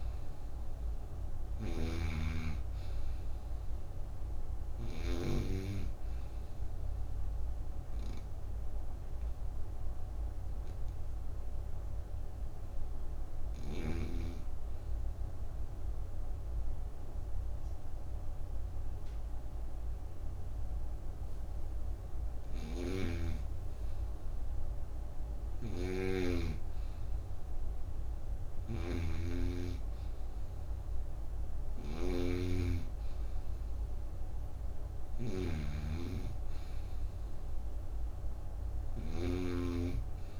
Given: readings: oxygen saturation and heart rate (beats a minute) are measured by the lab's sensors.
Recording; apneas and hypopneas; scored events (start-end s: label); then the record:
breathing in sleep by a room microphone; 1
0.00-5.00 s: snoring (device-marked)
1.50-18.50 s: oxygen desaturation (device-marked, oxygen 98% before, 92% lowest)
7.50-22.00 s: hypopnea (oxygen 98% before, 92% lowest)
22.50-40.40 s: snoring (device-marked)
24.00-27.00 s: arousal
36.50-40.40 s: oxygen desaturation (device-marked, oxygen 96% before, 92% lowest)
From the record:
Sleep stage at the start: N2 (light sleep); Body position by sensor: on the right side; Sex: female